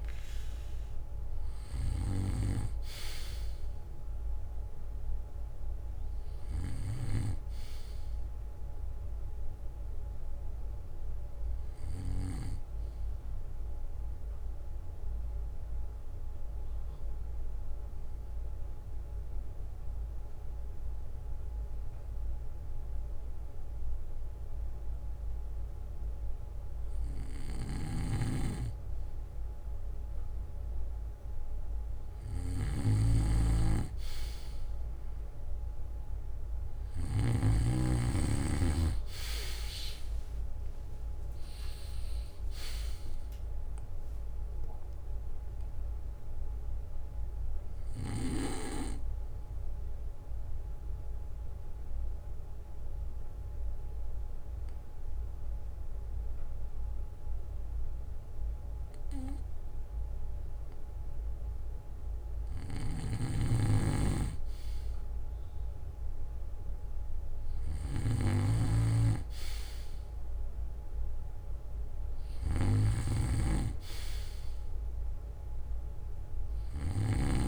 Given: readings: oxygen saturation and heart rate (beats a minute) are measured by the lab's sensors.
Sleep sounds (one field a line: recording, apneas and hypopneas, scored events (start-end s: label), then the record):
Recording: breathing in sleep by a room microphone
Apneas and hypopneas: 2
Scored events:
13.00-27.50 s: obstructive apnea (oxygen 98% before, 93% lowest, heart rate 66 before, 55 extreme, up 12 after)
17.00-19.00 s: bradycardia (device-marked, heart rate 64 before, 60 extreme)
27.50-37.50 s: snoring (device-marked)
39.50-43.50 s: arousal
50.00-62.50 s: obstructive apnea (oxygen 97% before, 93% lowest, heart rate 65 before, 53 extreme, up 10 after)
54.00-62.00 s: bradycardia (device-marked, heart rate 64 before, 53 extreme)
62.50-77.00 s: snoring (device-marked)
64.00-67.00 s: arousal
68.00-70.00 s: bradycardia (device-marked, heart rate 64 before, 56 extreme)
From the record:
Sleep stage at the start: N2 (light sleep)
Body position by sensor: on the back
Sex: male